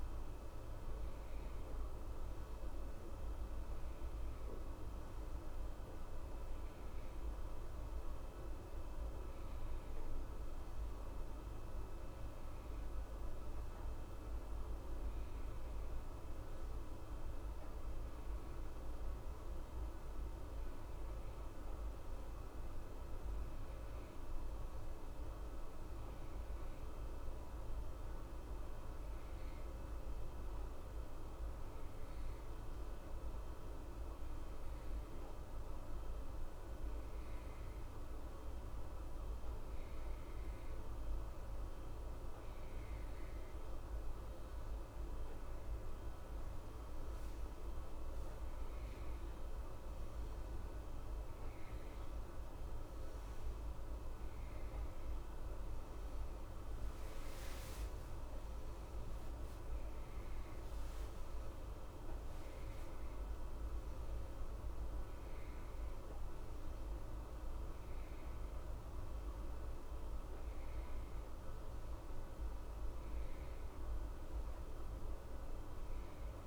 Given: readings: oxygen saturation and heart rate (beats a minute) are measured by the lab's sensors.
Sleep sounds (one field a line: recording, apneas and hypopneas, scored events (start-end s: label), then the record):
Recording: breathing in sleep, hard to hear, by a room microphone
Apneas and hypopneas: 1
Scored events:
17.00-22.00 s: arousal
27.50-44.50 s: hypopnea (oxygen 93% before, 90% lowest, heart rate 71 before, 60 extreme, up 1 after)
46.50-51.50 s: arousal
46.50-76.47 s: new sleep stage, N2 (light sleep)
From the record:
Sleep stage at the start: N1 (lightest sleep)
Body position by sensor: on the right side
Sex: male